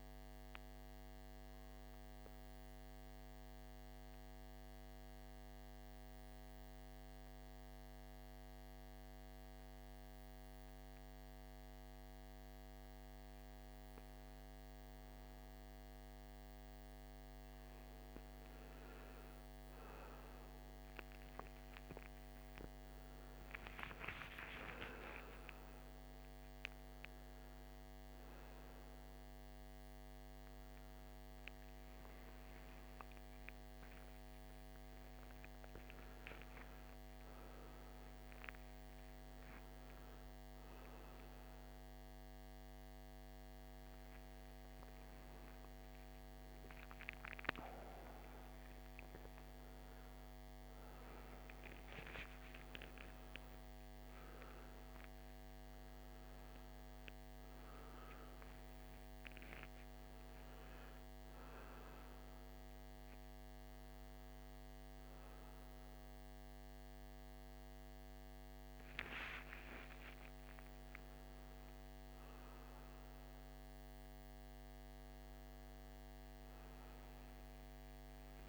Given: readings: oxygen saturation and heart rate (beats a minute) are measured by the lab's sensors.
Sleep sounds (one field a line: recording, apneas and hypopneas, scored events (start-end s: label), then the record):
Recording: a person awake in a sleep study, by a microphone on the trachea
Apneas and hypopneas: 1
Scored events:
0.00-6.50 s: oxygen desaturation (device-marked, oxygen 88% lowest, heart rate 55 extreme)
1.50-14.00 s: mixed apnea (oxygen 96% before, 91% lowest, heart rate 67 before, 55 extreme, up 8 after)
20.50-78.49 s: new sleep stage, awake
21.50-42.50 s: oxygen desaturation (device-marked, oxygen 97% before, 91% lowest, heart rate 57 before, 60 extreme)
From the record:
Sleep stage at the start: N2 (light sleep)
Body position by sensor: on the right side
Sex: male